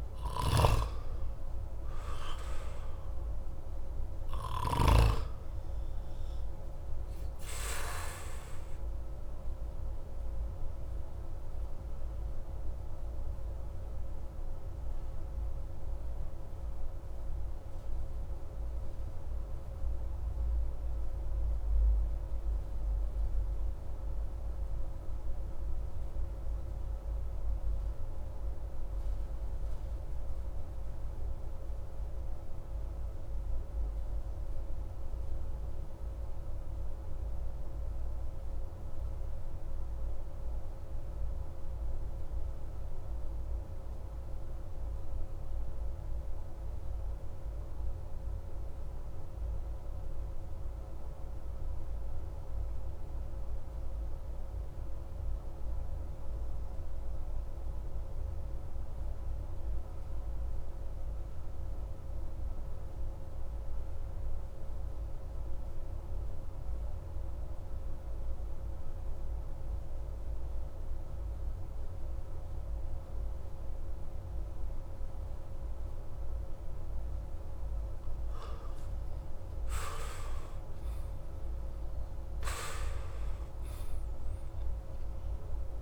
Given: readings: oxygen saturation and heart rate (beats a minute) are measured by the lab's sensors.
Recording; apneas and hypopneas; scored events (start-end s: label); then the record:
breathing in sleep, hard to hear, by a room microphone; 1
5.50-29.50 s: oxygen desaturation (device-marked, oxygen 92% before, 89% lowest, heart rate 37 before, 34 extreme)
11.00-77.00 s: obstructive apnea (oxygen 94% before, 83% lowest, heart rate 37 before, 26 extreme, up 7 after)
47.50-57.50 s: oxygen desaturation (device-marked, oxygen 98% before, 94% lowest, heart rate 46 before, 26 extreme)
66.50-85.82 s: oxygen desaturation (device-marked, oxygen 95% before, 83% lowest, heart rate 38 before, 26 extreme)
79.00-83.00 s: arousal
From the record:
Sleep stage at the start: N2 (light sleep); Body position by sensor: on the back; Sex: male